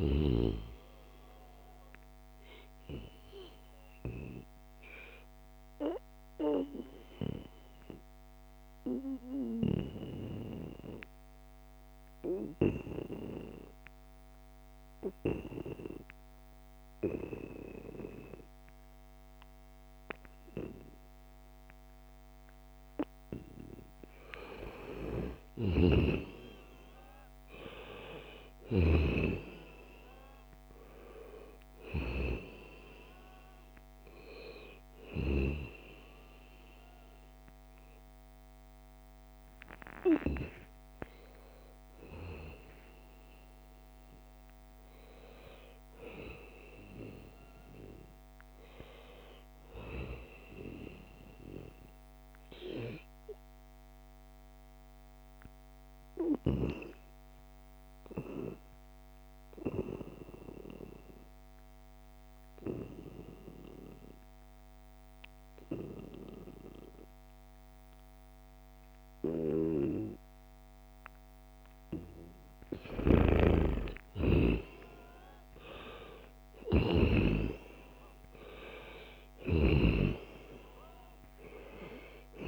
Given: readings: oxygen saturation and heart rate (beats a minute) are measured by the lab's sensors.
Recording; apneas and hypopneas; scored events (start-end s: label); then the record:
breathing in sleep by a microphone on the trachea; 2
0.00-16.00 s: oxygen desaturation (device-marked, oxygen 88% lowest, heart rate 73 extreme)
2.00-22.50 s: obstructive apnea (oxygen 96% before, 88% lowest, heart rate 78 before, 75 extreme, up 2 after)
24.50-28.50 s: arousal
33.00-47.00 s: oxygen desaturation (device-marked, oxygen 96% before, 92% lowest, heart rate 76 before, 75 extreme)
48.50-52.00 s: arousal
54.50-71.50 s: obstructive apnea (oxygen 96% before, 89% lowest, heart rate 81 before, 75 extreme, up 2 after)
72.00-82.48 s: oxygen desaturation (device-marked, oxygen 95% before, 90% lowest, heart rate 78 before, 73 extreme)
72.50-77.00 s: snoring (device-marked)
73.00-78.50 s: arousal
79.00-82.48 s: snoring (device-marked)
From the record:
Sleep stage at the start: N2 (light sleep); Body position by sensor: on the back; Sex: male